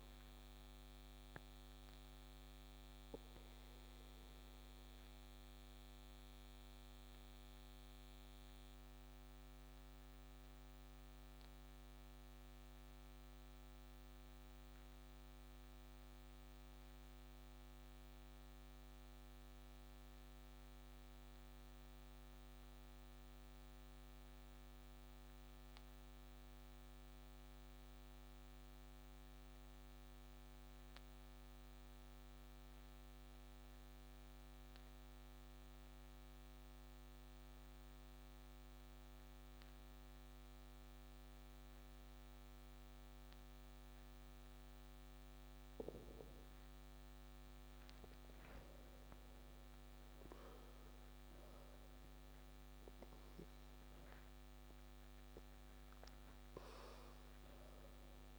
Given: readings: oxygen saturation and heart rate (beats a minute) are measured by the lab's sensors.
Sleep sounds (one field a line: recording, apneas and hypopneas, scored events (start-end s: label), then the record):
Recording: breathing in sleep, hard to hear, by a microphone on the trachea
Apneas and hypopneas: 1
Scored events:
0.00-18.00 s: oxygen desaturation (device-marked, oxygen 89% lowest, heart rate 34 extreme)
0.50-45.50 s: obstructive apnea (oxygen 97% before, 89% lowest, heart rate 45 before, 28 extreme, up 12 after)
38.00-58.39 s: oxygen desaturation (device-marked, oxygen 97% before, 89% lowest, heart rate 41 before, 28 extreme)
47.00-50.50 s: arousal
From the record:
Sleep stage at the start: N2 (light sleep)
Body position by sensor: on the back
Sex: male